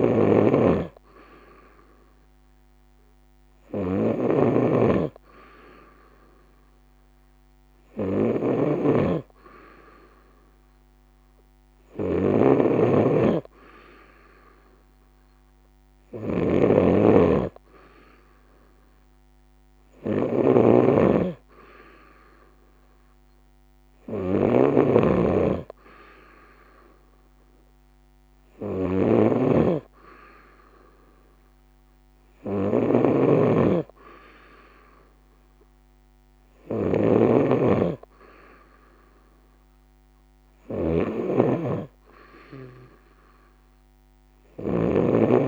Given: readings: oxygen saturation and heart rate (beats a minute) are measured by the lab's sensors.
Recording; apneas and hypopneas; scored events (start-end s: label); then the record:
breathing in sleep by a microphone on the trachea; none
0.00-45.48 s: snoring (device-marked)
From the record:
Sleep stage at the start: N2 (light sleep); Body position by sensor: on the right side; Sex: female